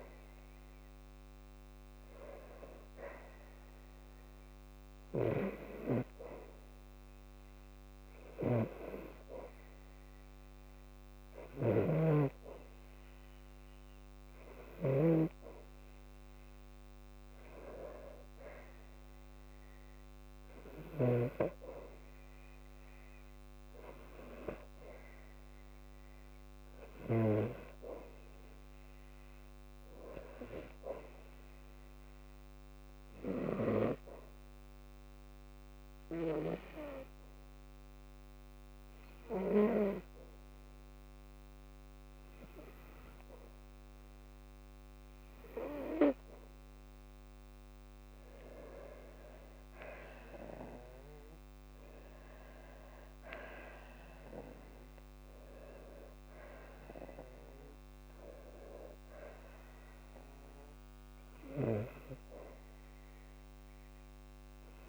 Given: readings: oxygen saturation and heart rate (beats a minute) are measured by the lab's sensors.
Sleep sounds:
breathing in sleep by a microphone on the trachea; 1
35.00-46.50 s: hypopnea (oxygen 97% before, 93% lowest, heart rate 54 before, 52 extreme, up 3 after)
49.00-53.00 s: arousal
From the record:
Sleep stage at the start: N2 (light sleep); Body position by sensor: on the back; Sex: female

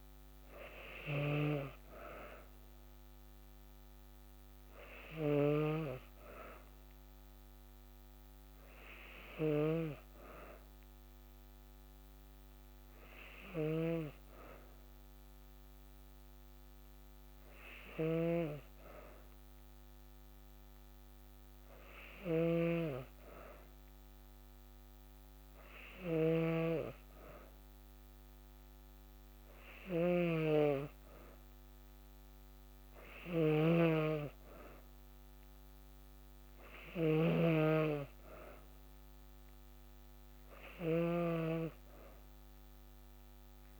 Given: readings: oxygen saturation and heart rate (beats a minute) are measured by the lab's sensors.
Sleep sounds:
breathing in sleep by a microphone on the trachea; none
0.00-40.50 s: snoring (device-marked)
From the record:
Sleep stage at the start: N2 (light sleep); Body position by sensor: on the back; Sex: female

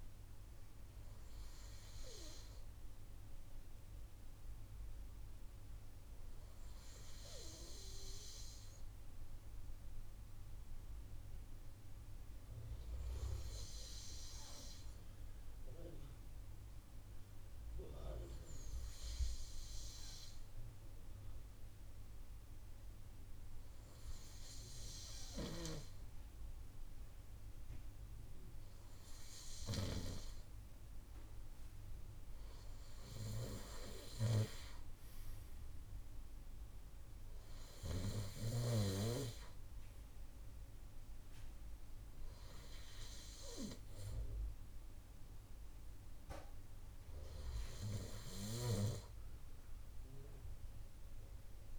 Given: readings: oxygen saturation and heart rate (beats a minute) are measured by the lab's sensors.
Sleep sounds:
breathing in sleep by a room microphone; none
none scored
From the record:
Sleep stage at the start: N2 (light sleep); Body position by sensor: on the right side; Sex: male

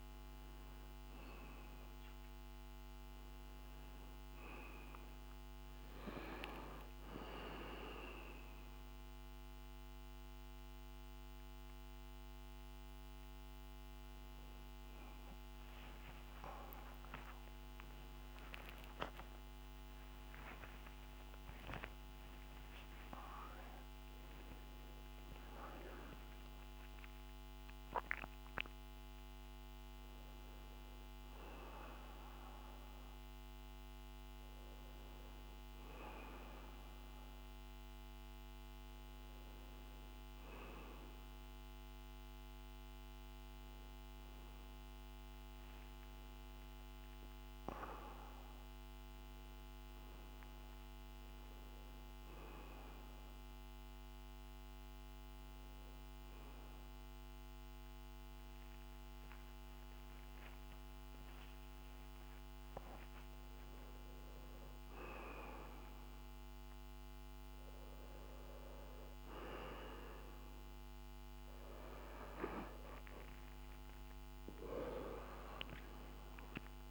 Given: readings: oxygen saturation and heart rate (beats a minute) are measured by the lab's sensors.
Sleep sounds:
a person awake in a sleep study, by a microphone on the trachea; none
none scored
From the record:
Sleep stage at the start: awake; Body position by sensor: on the back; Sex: male

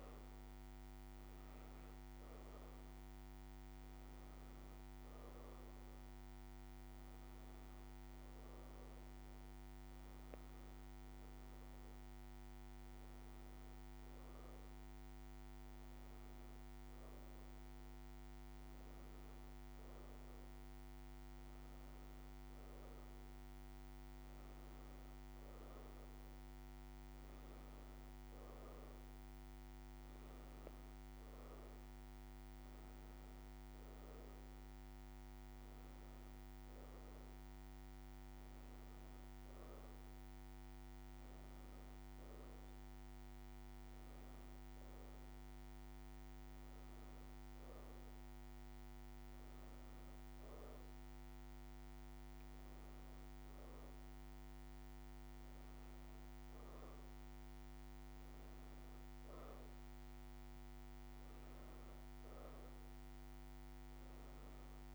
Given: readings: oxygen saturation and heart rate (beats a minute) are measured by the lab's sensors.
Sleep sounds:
breathing in sleep, hard to hear, by a microphone on the trachea; 1
29.50-33.50 s: arousal
37.50-51.00 s: hypopnea (oxygen 92% before, 89% lowest, heart rate 72 before, 68 extreme, up 0 after)
52.50-56.50 s: arousal
From the record:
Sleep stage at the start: N2 (light sleep); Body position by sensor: on the back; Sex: female

